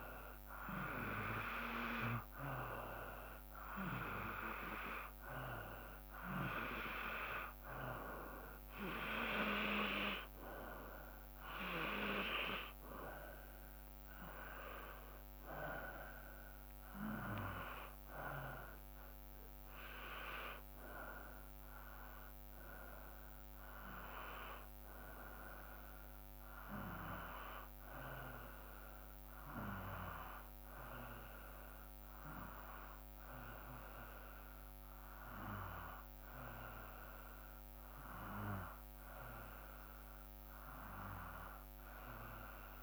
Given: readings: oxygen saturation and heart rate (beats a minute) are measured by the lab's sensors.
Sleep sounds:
breathing in sleep by a microphone on the trachea; none
none scored
From the record:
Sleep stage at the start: N2 (light sleep); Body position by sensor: on the back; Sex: male

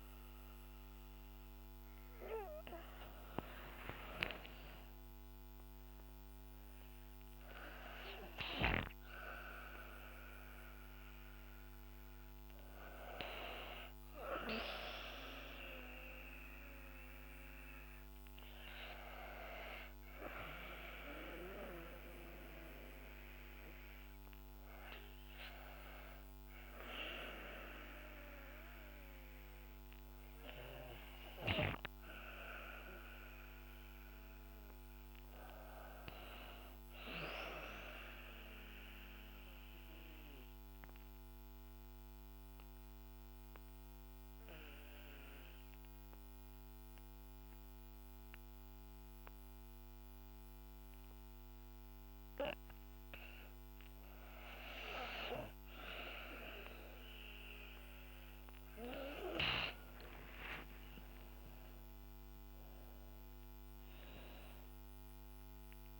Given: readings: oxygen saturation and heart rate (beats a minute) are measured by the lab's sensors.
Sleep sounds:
breathing in sleep by a microphone on the trachea; 1
0.00-3.00 s: arousal
0.00-20.50 s: oxygen desaturation (device-marked, oxygen 88% lowest, heart rate 59 extreme)
38.00-52.50 s: mixed apnea (oxygen 97% before, 87% lowest, heart rate 61 before, 53 extreme, up 1 after)
55.00-59.00 s: arousal
59.50-66.00 s: oxygen desaturation (device-marked, oxygen 96% before, 87% lowest, heart rate 59 before, 53 extreme)
From the record:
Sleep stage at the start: N2 (light sleep); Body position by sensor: on the back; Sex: female

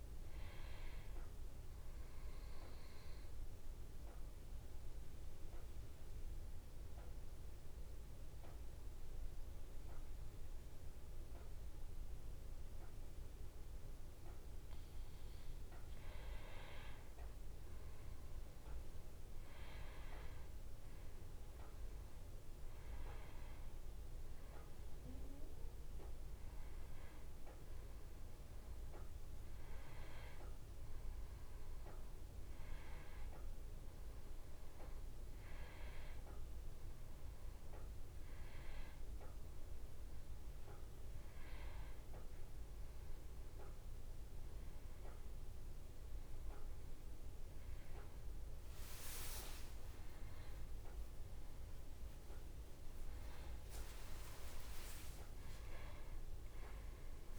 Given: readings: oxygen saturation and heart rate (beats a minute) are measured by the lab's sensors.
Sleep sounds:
breathing in sleep, hard to hear, by a room microphone; 1
3.00-15.00 s: obstructive apnea (oxygen 97% before, 92% lowest, heart rate 73 before, 63 extreme, up 5 after)
17.00-20.50 s: arousal
18.50-42.50 s: oxygen desaturation (device-marked, oxygen 98% before, 92% lowest, heart rate 66 before, 67 extreme)
From the record:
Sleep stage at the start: N2 (light sleep); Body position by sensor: on the back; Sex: male

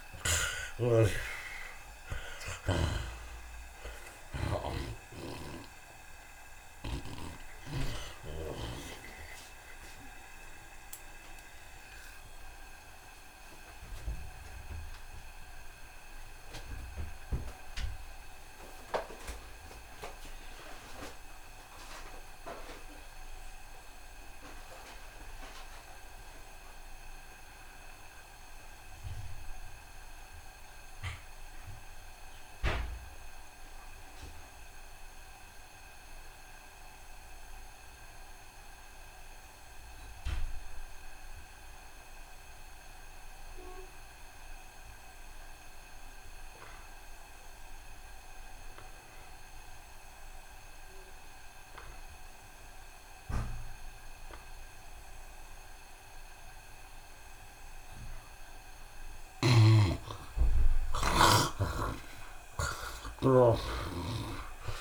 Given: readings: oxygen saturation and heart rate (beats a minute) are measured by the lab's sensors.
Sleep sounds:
breathing in sleep by a room microphone; 1
0.00-3.50 s: arousal
0.00-7.50 s: tachycardia (device-marked, heart rate 146 extreme)
0.00-22.50 s: oxygen desaturation (device-marked, oxygen 55% lowest, heart rate 52 extreme)
0.50-2.50 s: long interval between heartbeats (device-marked, heart rate 85 before, 135 extreme)
4.50-6.50 s: long interval between heartbeats (device-marked, heart rate 97 before, 125 extreme)
14.50-58.50 s: mixed apnea (oxygen 60% before, 54% lowest, heart rate 110 before, 47 extreme)
16.00-18.00 s: long interval between heartbeats (device-marked, heart rate 110 before, 82 extreme)
24.50-64.81 s: oxygen desaturation (device-marked, oxygen 85% before, 54% lowest, heart rate 89 before, 47 extreme)
37.50-39.50 s: long interval between heartbeats (device-marked, heart rate 74 before, 68 extreme)
37.50-43.50 s: bradycardia (device-marked, heart rate 81 before, 58 extreme)
39.50-41.50 s: long interval between heartbeats (device-marked, heart rate 74 before, 58 extreme)
42.00-44.00 s: long interval between heartbeats (device-marked, heart rate 74 before, 59 extreme)
55.50-57.50 s: long interval between heartbeats (device-marked, heart rate 71 before, 90 extreme)
56.50-64.81 s: tachycardia (device-marked, heart rate 81 before, 147 extreme)
60.50-62.50 s: long interval between heartbeats (device-marked, heart rate 76 before, 120 extreme)
60.50-64.81 s: arousal
62.50-64.50 s: long interval between heartbeats (device-marked, heart rate 82 before, 146 extreme)
From the record:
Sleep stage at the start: N2 (light sleep); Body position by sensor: on the right side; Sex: male

